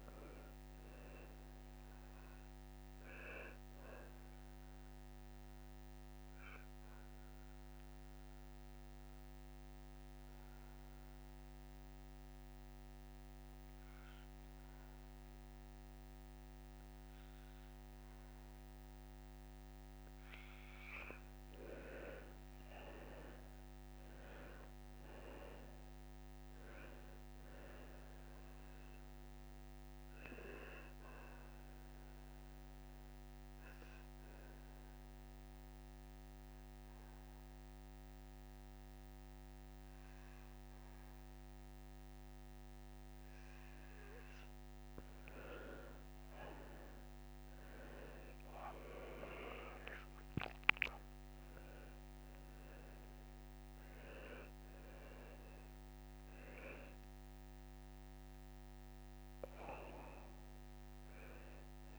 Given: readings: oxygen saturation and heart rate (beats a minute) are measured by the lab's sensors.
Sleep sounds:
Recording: breathing in sleep by a microphone on the trachea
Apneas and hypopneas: 2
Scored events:
0.00-15.50 s: oxygen desaturation (device-marked, oxygen 82% lowest)
5.00-20.50 s: obstructive apnea (oxygen 98% before, 82% lowest)
20.50-43.50 s: oxygen desaturation (device-marked, oxygen 99% before, 85% lowest)
22.00-25.50 s: arousal
28.00-44.00 s: obstructive apnea (oxygen 99% before, 85% lowest)
46.00-50.00 s: arousal
49.50-61.99 s: oxygen desaturation (device-marked, oxygen 98% before, 87% lowest)
From the record:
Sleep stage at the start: N2 (light sleep)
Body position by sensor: on the back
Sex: male

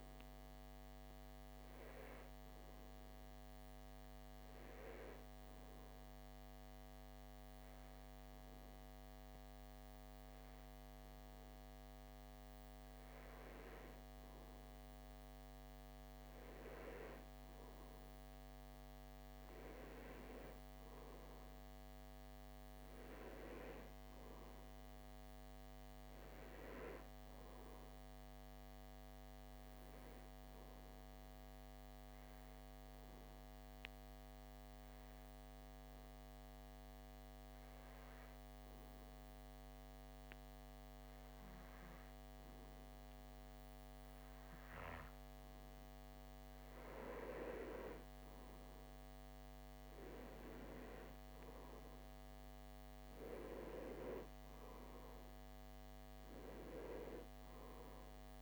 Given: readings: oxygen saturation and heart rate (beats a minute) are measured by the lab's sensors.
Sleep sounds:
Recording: breathing in sleep by a microphone on the trachea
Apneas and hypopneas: 2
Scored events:
2.00-12.00 s: obstructive apnea (oxygen 94% before, 91% lowest)
16.50-20.50 s: arousal
28.50-45.00 s: obstructive apnea (oxygen 94% before, 91% lowest)
46.50-50.50 s: arousal
From the record:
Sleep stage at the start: N2 (light sleep)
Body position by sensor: on the back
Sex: male

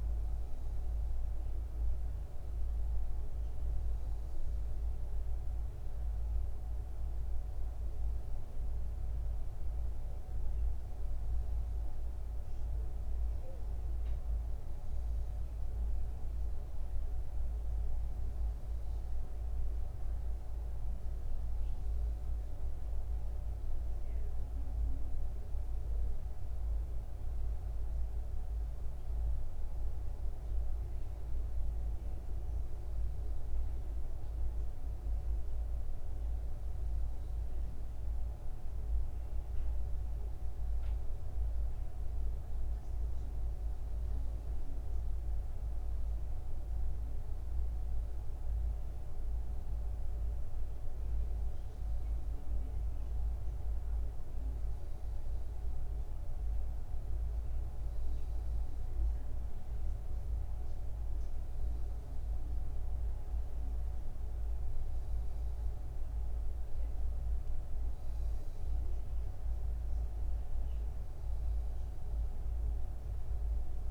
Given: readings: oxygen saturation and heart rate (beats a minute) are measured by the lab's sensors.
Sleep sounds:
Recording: breathing in sleep, hard to hear, by a room microphone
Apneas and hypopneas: none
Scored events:
62.00-73.91 s: new sleep stage, N2 (light sleep)
From the record:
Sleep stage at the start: N1 (lightest sleep)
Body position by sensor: upright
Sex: male

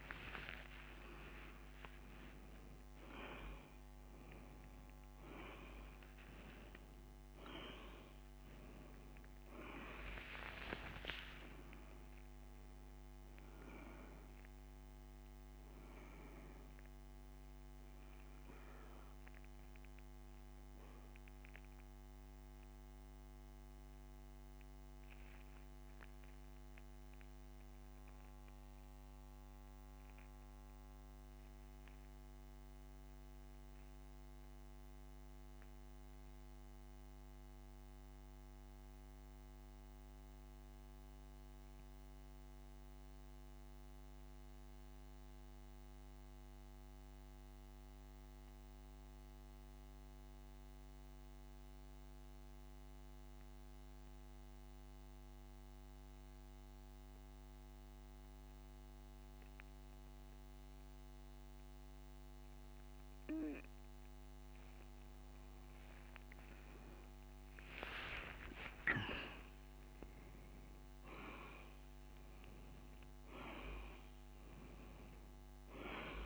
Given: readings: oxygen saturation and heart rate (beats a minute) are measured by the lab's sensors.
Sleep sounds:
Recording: breathing in sleep by a microphone on the trachea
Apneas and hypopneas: 1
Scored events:
0.00-1.00 s: arousal
4.50-23.50 s: oxygen desaturation (device-marked, oxygen 98% before, 93% lowest)
22.50-64.00 s: central apnea (oxygen 98% before, 87% lowest)
39.50-59.50 s: oxygen desaturation (device-marked, oxygen 95% before, 87% lowest)
67.50-72.00 s: arousal
From the record:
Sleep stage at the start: N2 (light sleep)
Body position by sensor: on the back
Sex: male

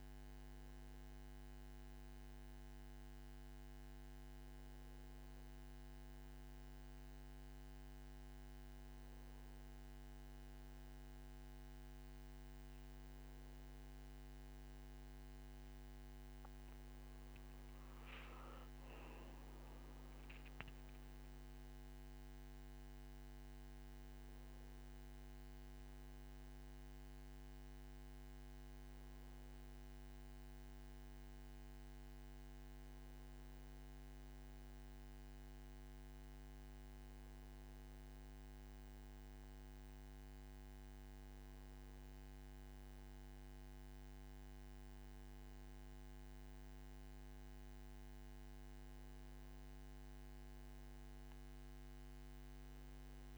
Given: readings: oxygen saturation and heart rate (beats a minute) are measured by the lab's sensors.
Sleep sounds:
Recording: breathing in sleep, hard to hear, by a microphone on the trachea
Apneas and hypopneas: none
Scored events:
none scored
From the record:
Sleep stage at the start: N1 (lightest sleep)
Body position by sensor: on the back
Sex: male

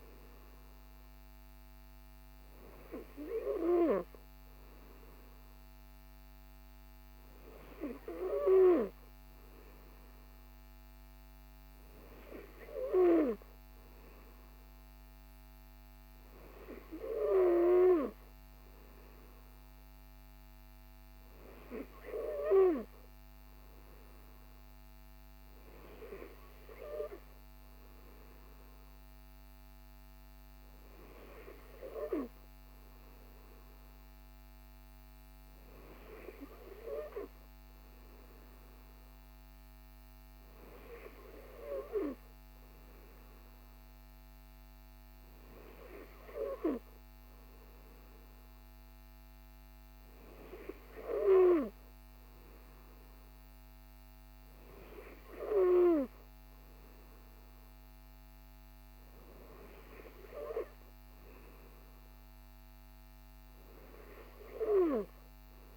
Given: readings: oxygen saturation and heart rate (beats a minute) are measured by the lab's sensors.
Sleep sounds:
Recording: breathing in sleep by a microphone on the trachea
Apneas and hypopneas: none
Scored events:
none scored
From the record:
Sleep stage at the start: N2 (light sleep)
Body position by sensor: on the right side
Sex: male

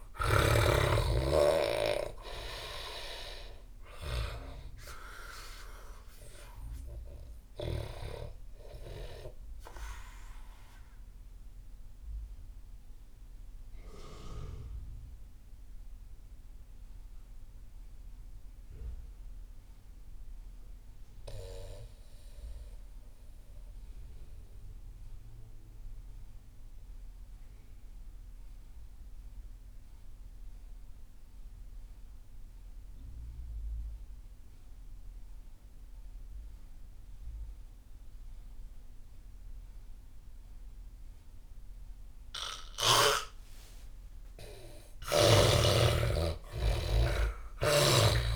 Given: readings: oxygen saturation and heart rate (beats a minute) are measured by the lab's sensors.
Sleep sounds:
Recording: breathing in sleep by a room microphone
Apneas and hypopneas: 1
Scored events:
0.00-20.50 s: oxygen desaturation (device-marked, oxygen 81% lowest)
10.00-43.50 s: mixed apnea (oxygen 98% before, 81% lowest)
38.50-48.36 s: oxygen desaturation (device-marked, oxygen 98% before, 81% lowest)
44.00-48.00 s: arousal
From the record:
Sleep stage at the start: N2 (light sleep)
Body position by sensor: on the back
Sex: male

